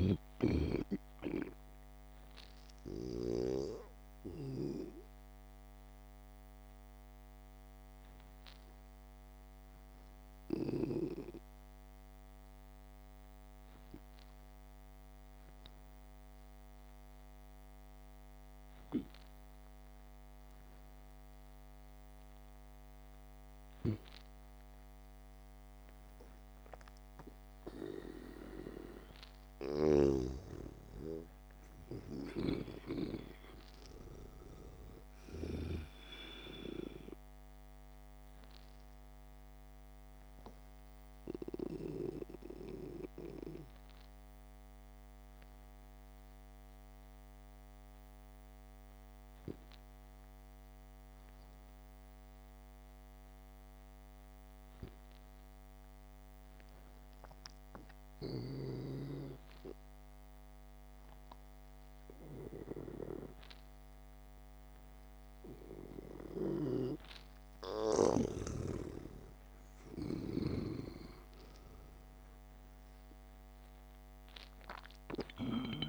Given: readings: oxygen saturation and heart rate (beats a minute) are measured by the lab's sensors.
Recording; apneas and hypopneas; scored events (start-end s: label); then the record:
breathing in sleep by a microphone on the trachea; 2
0.00-4.50 s: snoring (device-marked)
0.00-14.50 s: oxygen desaturation (device-marked, oxygen 90% lowest, heart rate 71 extreme)
13.50-28.50 s: obstructive apnea (oxygen 98% before, 88% lowest, heart rate 79 before, 68 extreme, up 9 after)
30.50-36.50 s: snoring (device-marked)
30.50-51.50 s: oxygen desaturation (device-marked, oxygen 97% before, 93% lowest, heart rate 74 before, 65 extreme)
31.00-34.50 s: arousal
39.50-59.00 s: obstructive apnea (oxygen 98% before, 88% lowest, heart rate 75 before, 65 extreme, up 4 after)
60.50-64.00 s: arousal
65.50-75.89 s: oxygen desaturation (device-marked, oxygen 98% before, 88% lowest, heart rate 70 before, 64 extreme)
From the record:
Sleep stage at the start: N2 (light sleep); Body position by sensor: on the back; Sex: male